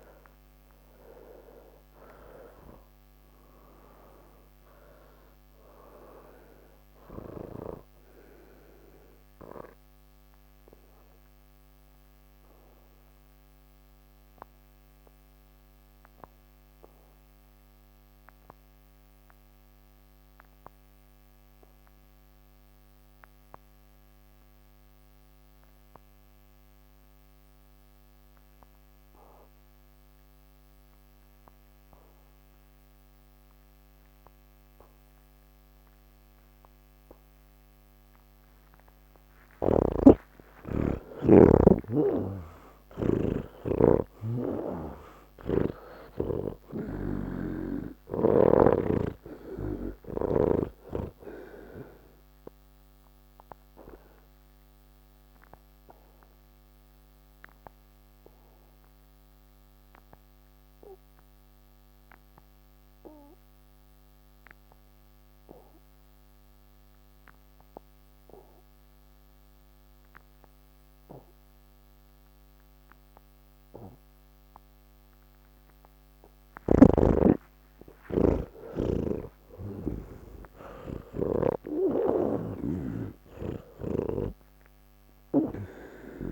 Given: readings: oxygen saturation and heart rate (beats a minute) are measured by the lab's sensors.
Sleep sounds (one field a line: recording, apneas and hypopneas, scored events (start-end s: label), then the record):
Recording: breathing in sleep by a microphone on the trachea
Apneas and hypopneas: 2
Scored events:
0.00-18.00 s: oxygen desaturation (device-marked, oxygen 79% lowest, heart rate 135 extreme)
9.00-38.50 s: obstructive apnea (oxygen 99% before, 78% lowest, heart rate 179 before, 159 extreme, up 56 after)
32.00-47.00 s: oxygen desaturation (device-marked, oxygen 99% before, 85% lowest, heart rate 183 before, 135 extreme)
39.50-46.50 s: snoring (device-marked)
49.00-69.00 s: oxygen desaturation (device-marked, oxygen 90% before, 78% lowest, heart rate 185 before, 130 extreme)
53.50-75.50 s: obstructive apnea (oxygen 99% before, 78% lowest, heart rate 188 before, 59 extreme)
78.00-86.32 s: oxygen desaturation (device-marked, oxygen 99% before, 80% lowest, heart rate 179 before, 46 extreme)
79.00-83.00 s: snoring (device-marked)
From the record:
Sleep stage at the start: N3 (deep sleep)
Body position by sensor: on the back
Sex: male